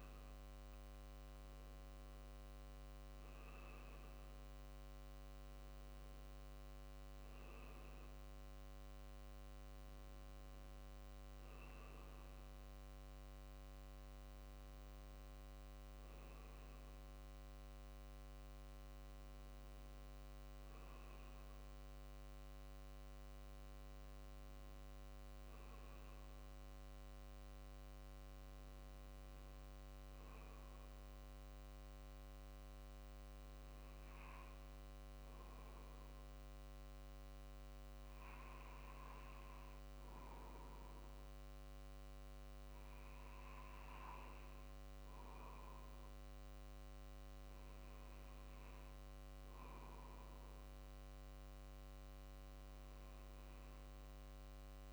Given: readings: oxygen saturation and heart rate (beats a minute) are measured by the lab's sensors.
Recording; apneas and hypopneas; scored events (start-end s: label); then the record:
a person partly awake in a sleep study, hard to hear, by a microphone on the trachea; none
22.00-54.93 s: new sleep stage, N1 (lightest sleep)
From the record:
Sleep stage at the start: awake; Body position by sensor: on the right side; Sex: male